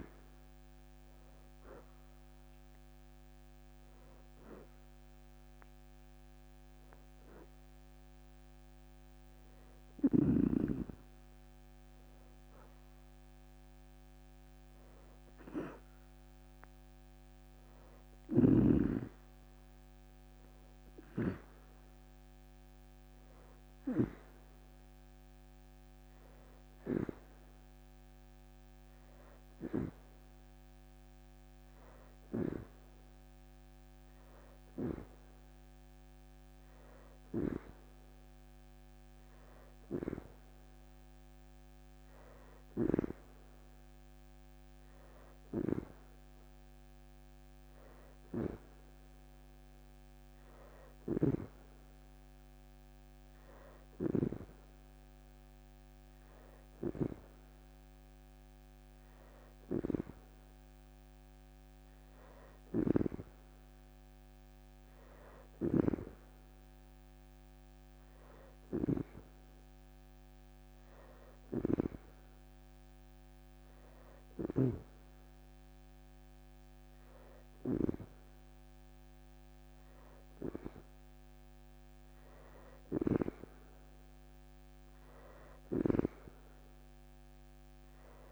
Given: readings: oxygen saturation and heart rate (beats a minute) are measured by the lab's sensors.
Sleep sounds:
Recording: breathing in sleep by a microphone on the trachea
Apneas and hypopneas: none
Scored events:
4.50-6.50 s: leg movement (device-marked)
10.50-13.50 s: leg movement (device-marked)
18.00-19.50 s: leg movement (device-marked)
19.50-20.50 s: leg movement (device-marked)
23.50-24.00 s: leg movement (device-marked)
25.00-32.00 s: leg movement (device-marked)
57.50-61.50 s: leg movement (device-marked)
62.00-64.50 s: leg movement (device-marked)
66.50-68.50 s: leg movement (device-marked)
From the record:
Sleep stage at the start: N2 (light sleep)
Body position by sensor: on the back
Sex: female

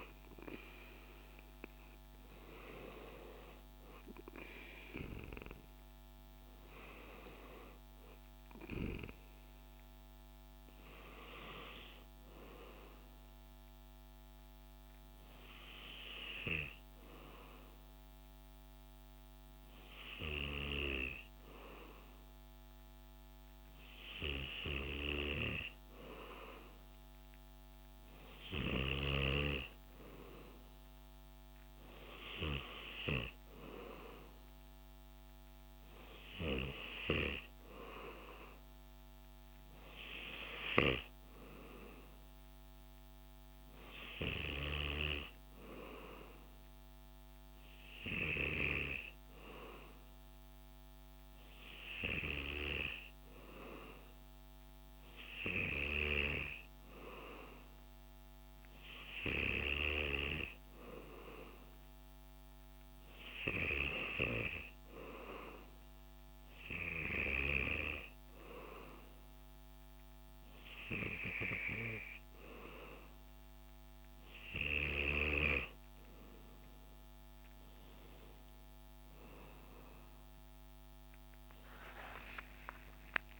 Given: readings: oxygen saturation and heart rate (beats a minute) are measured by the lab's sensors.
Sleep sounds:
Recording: breathing in sleep by a microphone on the trachea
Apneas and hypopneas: none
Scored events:
29.50-43.50 s: oxygen desaturation (device-marked, oxygen 97% before, 94% lowest, heart rate 68 before, 66 extreme)
From the record:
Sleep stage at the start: N2 (light sleep)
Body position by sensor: on the back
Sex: male

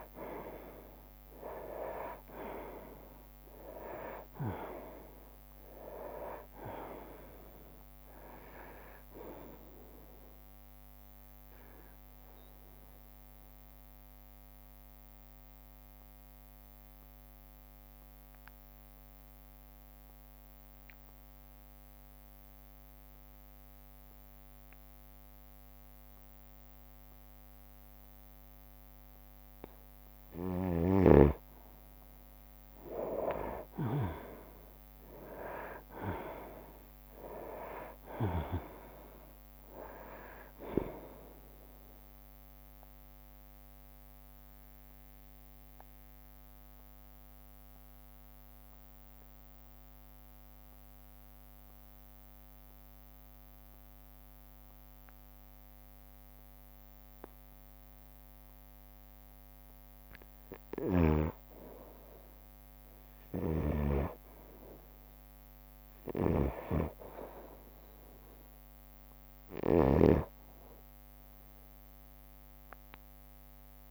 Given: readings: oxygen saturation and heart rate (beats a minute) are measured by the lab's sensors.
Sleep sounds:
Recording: breathing in sleep by a microphone on the trachea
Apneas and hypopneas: 2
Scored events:
0.00-3.00 s: arousal
0.00-12.00 s: drop in pulse transit time (device-marked, heart rate 61 before, 66 extreme)
2.00-25.00 s: oxygen desaturation (device-marked, oxygen 98% before, 91% lowest, heart rate 62 before, 59 extreme)
3.50-5.50 s: long interval between heartbeats (device-marked, heart rate 62 before, 70 extreme)
11.50-29.00 s: obstructive apnea (oxygen 98% before, 91% lowest, heart rate 66 before, 59 extreme, up 9 after)
18.00-21.00 s: bradycardia (device-marked, heart rate 63 before, 60 extreme)
32.00-36.50 s: arousal
35.00-47.00 s: drop in pulse transit time (device-marked, heart rate 61 before, 66 extreme)
37.00-60.00 s: oxygen desaturation (device-marked, oxygen 98% before, 91% lowest, heart rate 62 before, 52 extreme)
42.00-60.00 s: obstructive apnea (oxygen 98% before, 91% lowest, heart rate 64 before, 52 extreme, up 13 after)
52.00-60.00 s: bradycardia (device-marked, heart rate 64 before, 52 extreme)
60.50-62.50 s: long interval between heartbeats (device-marked, heart rate 63 before, 57 extreme)
62.00-65.50 s: arousal
68.00-73.90 s: oxygen desaturation (device-marked, oxygen 98% before, 91% lowest, heart rate 59 before, 52 extreme)
69.50-73.90 s: snoring (device-marked)
From the record:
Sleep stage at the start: N2 (light sleep)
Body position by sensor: on the right side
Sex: male

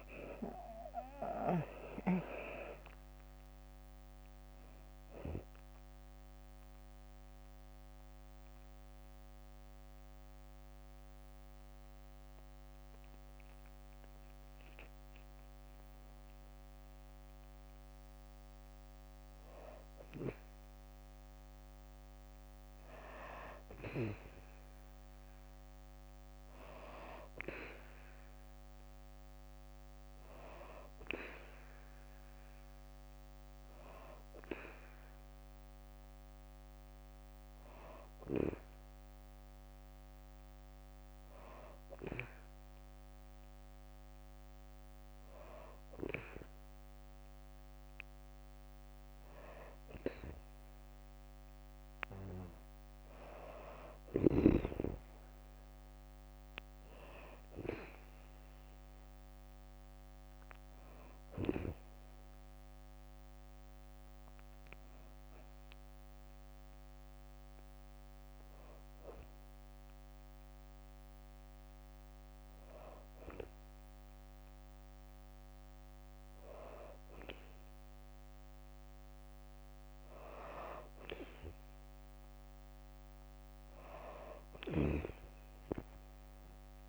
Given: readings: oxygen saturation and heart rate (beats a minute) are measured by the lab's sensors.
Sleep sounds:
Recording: breathing in sleep by a microphone on the trachea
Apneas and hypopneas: 1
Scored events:
0.00-1.50 s: arousal
0.00-1.50 s: long interval between heartbeats (device-marked, heart rate 107 extreme)
0.00-3.00 s: tachycardia (device-marked, heart rate 128 extreme)
0.00-13.00 s: drop in pulse transit time (device-marked, heart rate 63 extreme)
2.00-4.00 s: long interval between heartbeats (device-marked, heart rate 78 before, 118 extreme)
5.50-16.50 s: obstructive apnea (oxygen 96% before, 93% lowest, heart rate 86 before, 63 extreme, up 1 after)
19.50-22.50 s: arousal
84.00-86.89 s: snoring (device-marked)
From the record:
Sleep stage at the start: N2 (light sleep)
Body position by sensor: on the back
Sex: female

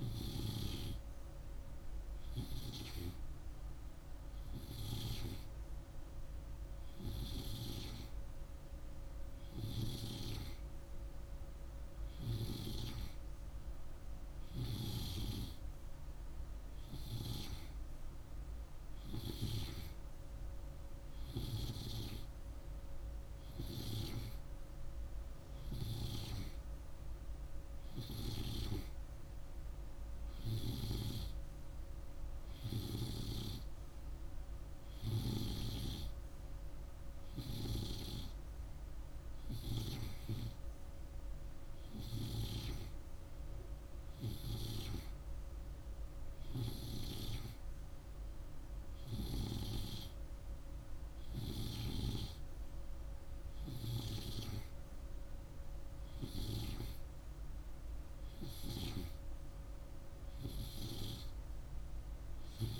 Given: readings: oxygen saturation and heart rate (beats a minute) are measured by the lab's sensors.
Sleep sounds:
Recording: breathing in sleep by a room microphone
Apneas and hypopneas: none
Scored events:
none scored
From the record:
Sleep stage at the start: N2 (light sleep)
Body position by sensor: on the right side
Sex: male

